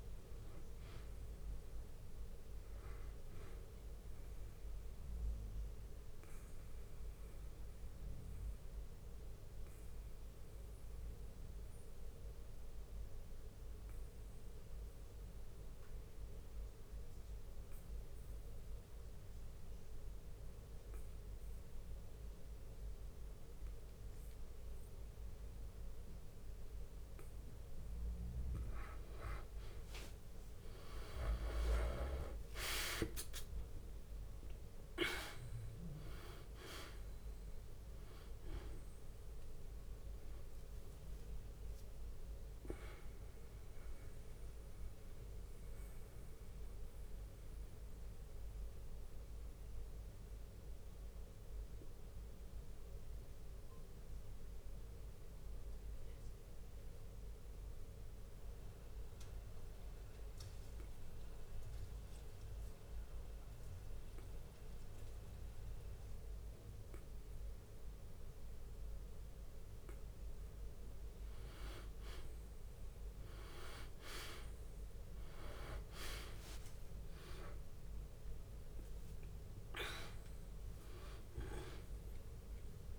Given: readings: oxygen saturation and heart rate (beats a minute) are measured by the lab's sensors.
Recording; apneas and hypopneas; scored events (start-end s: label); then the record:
breathing in sleep by a room microphone; 2
0.00-2.00 s: bradycardia (device-marked, heart rate 50 extreme)
0.00-4.00 s: drop in pulse transit time (device-marked, heart rate 53 extreme)
0.00-18.00 s: oxygen desaturation (device-marked, oxygen 98% before, 92% lowest, heart rate 55 before, 53 extreme)
4.00-27.50 s: obstructive apnea (oxygen 98% before, 90% lowest, heart rate 55 before, 53 extreme, up 4 after)
6.00-38.00 s: bradycardia (device-marked, heart rate 62 before, 53 extreme)
29.00-47.00 s: oxygen desaturation (device-marked, oxygen 97% before, 91% lowest, heart rate 56 before, 49 extreme)
29.50-35.50 s: arousal
31.50-33.50 s: long interval between heartbeats (device-marked, heart rate 56 before, 58 extreme)
32.00-47.00 s: drop in pulse transit time (device-marked, heart rate 56 before, 53 extreme)
41.50-43.50 s: long interval between heartbeats (device-marked, heart rate 56 before, 63 extreme)
44.00-70.00 s: mixed apnea (oxygen 97% before, 88% lowest, heart rate 58 before, 49 extreme, up 4 after)
45.00-75.00 s: bradycardia (device-marked, heart rate 62 before, 49 extreme)
69.00-82.99 s: oxygen desaturation (device-marked, oxygen 98% before, 88% lowest, heart rate 53 before, 50 extreme)
72.00-76.00 s: arousal
74.00-82.99 s: drop in pulse transit time (device-marked, heart rate 53 before, 49 extreme)
From the record:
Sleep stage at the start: N2 (light sleep); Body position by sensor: on the back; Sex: male